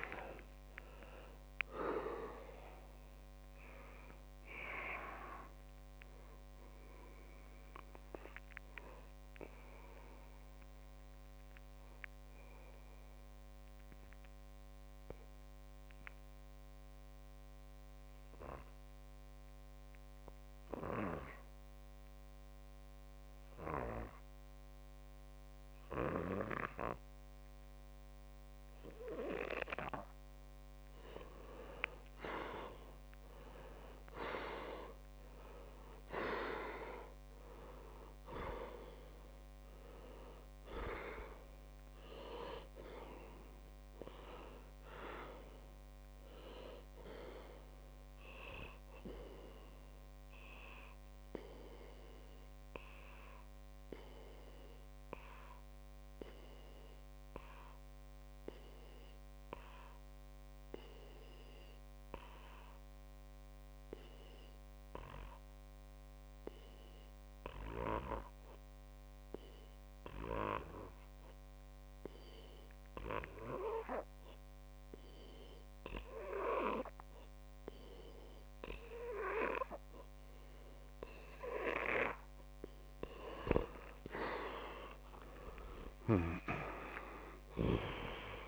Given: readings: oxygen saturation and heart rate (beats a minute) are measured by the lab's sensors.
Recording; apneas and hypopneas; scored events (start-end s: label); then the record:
breathing in sleep by a microphone on the trachea; 2
0.50-2.50 s: long interval between heartbeats (device-marked, heart rate 92 before, 96 extreme)
3.00-5.00 s: long interval between heartbeats (device-marked, heart rate 96 before, 100 extreme)
5.00-7.00 s: long interval between heartbeats (device-marked, heart rate 101 before, 92 extreme)
9.00-11.00 s: long interval between heartbeats (device-marked, heart rate 101 before, 64 extreme)
12.00-14.00 s: long interval between heartbeats (device-marked, heart rate 92 before, 54 extreme)
12.00-30.50 s: obstructive apnea (oxygen 98% before, 92% lowest)
21.00-23.00 s: long interval between heartbeats (device-marked, heart rate 65 before, 42 extreme)
24.00-26.00 s: long interval between heartbeats (device-marked, heart rate 57 before, 44 extreme)
26.00-28.00 s: long interval between heartbeats (device-marked, heart rate 52 before, 40 extreme)
31.50-35.00 s: arousal
36.50-66.50 s: oxygen desaturation (device-marked, oxygen 100% before, 92% lowest)
39.50-41.50 s: long interval between heartbeats (device-marked, heart rate 32 before, 34 extreme)
49.50-83.00 s: obstructive apnea (oxygen 100% before, 92% lowest)
51.50-53.50 s: long interval between heartbeats (device-marked)
62.50-64.50 s: long interval between heartbeats (device-marked)
82.50-88.48 s: oxygen desaturation (device-marked, oxygen 98% before, 93% lowest)
84.00-86.00 s: long interval between heartbeats (device-marked)
85.00-88.48 s: arousal
From the record:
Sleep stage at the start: N2 (light sleep); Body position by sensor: on the back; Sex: male